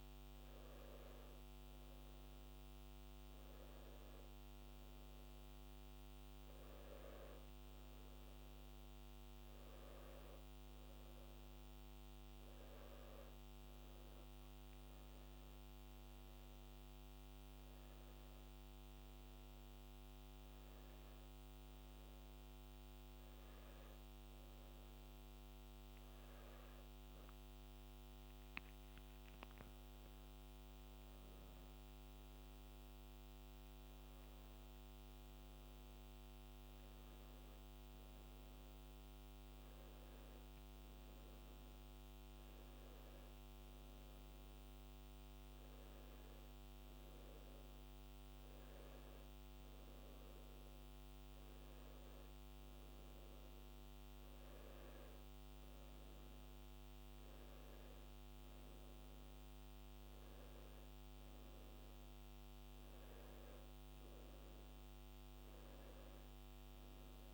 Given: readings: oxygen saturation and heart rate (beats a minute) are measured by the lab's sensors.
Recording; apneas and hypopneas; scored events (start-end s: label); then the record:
breathing in sleep, hard to hear, by a microphone on the trachea; none
none scored
From the record:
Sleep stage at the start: N2 (light sleep); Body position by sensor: on the back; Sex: male